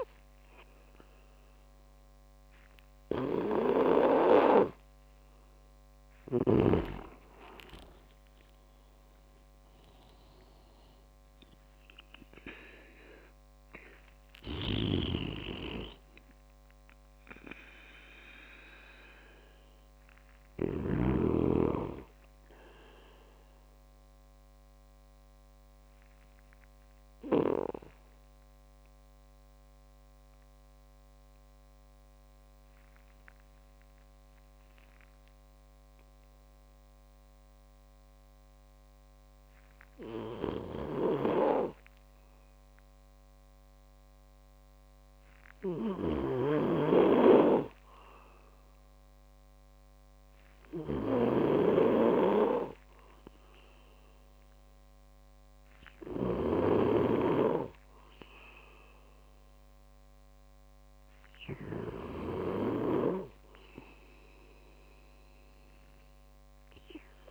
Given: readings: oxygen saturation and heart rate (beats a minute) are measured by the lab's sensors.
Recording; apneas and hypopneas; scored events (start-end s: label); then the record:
breathing in sleep by a microphone on the trachea; 1
0.00-6.50 s: snoring (device-marked)
4.00-9.00 s: arousal
8.00-9.00 s: leg movement (device-marked)
14.50-21.00 s: snoring (device-marked)
28.00-45.00 s: obstructive apnea (oxygen 98% before, 96% lowest)
40.50-67.31 s: snoring (device-marked)
47.50-52.50 s: arousal
From the record:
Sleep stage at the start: N2 (light sleep); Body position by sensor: on the back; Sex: male